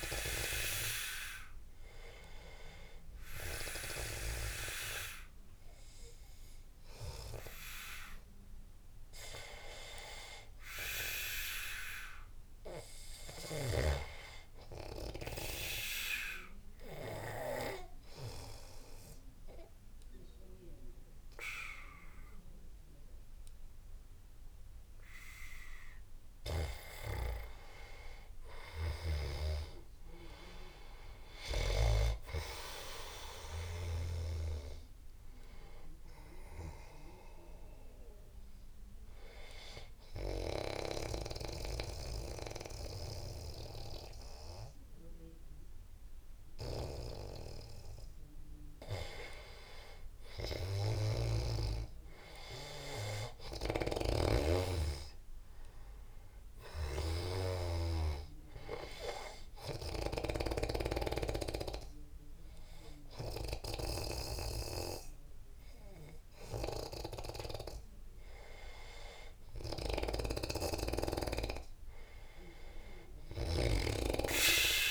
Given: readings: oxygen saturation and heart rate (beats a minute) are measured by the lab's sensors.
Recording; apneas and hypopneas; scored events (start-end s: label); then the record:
breathing in sleep by a room microphone; 2
10.50-13.50 s: arousal
15.50-27.00 s: obstructive apnea (oxygen 96% before, 86% lowest, heart rate 86 before, 77 extreme, up 12 after)
28.50-33.50 s: arousal
32.50-57.50 s: oxygen desaturation (device-marked, oxygen 95% before, 86% lowest, heart rate 84 before, 73 extreme)
54.00-57.50 s: snoring (device-marked)
59.00-69.00 s: obstructive apnea (oxygen 97% before, 93% lowest, heart rate 85 before, 73 extreme)
71.00-74.50 s: arousal
From the record:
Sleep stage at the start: N2 (light sleep); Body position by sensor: on the back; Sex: male